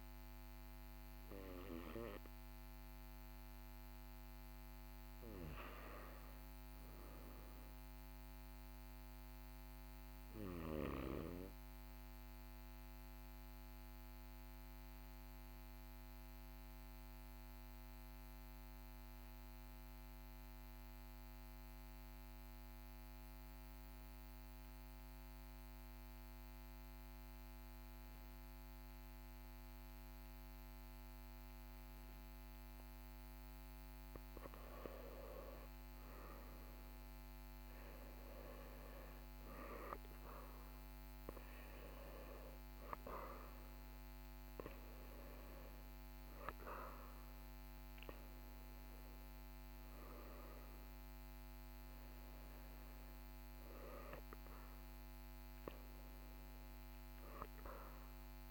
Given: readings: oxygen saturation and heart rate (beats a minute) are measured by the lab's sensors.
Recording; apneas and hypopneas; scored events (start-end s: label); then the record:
breathing in sleep by a microphone on the trachea; 1
14.50-34.50 s: obstructive apnea (oxygen 99% before, 90% lowest, heart rate 42 before, 41 extreme, up 2 after)
20.50-58.50 s: oxygen desaturation (device-marked, oxygen 98% before, 90% lowest, heart rate 42 before, 42 extreme)
35.50-40.00 s: arousal
From the record:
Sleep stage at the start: N2 (light sleep); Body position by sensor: on the right side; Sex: male